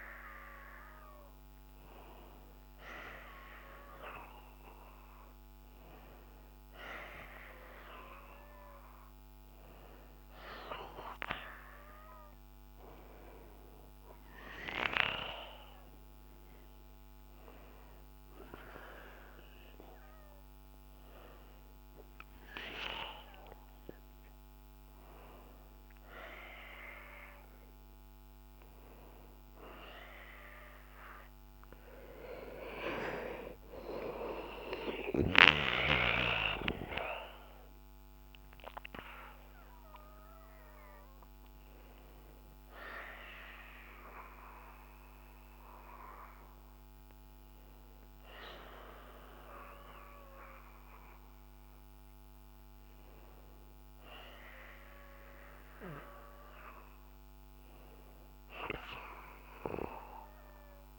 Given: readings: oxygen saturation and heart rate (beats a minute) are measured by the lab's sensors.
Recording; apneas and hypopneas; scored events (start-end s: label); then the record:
a person awake in a sleep study, by a microphone on the trachea; none
52.00-60.99 s: new sleep stage, N1 (lightest sleep)
From the record:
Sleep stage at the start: awake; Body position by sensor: on the back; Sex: male